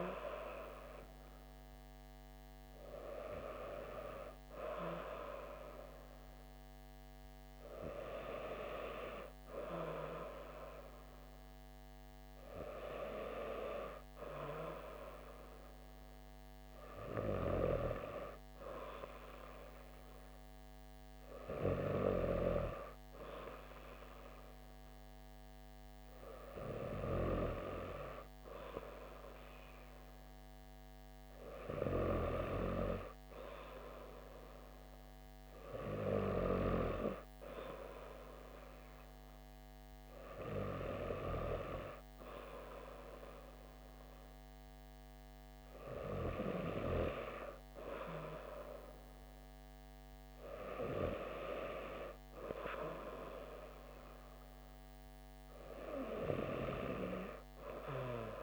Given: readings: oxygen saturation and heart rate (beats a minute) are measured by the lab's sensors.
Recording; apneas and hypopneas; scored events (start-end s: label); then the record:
breathing in sleep by a microphone on the trachea; none
none scored
From the record:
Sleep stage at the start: N2 (light sleep); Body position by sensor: on the back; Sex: female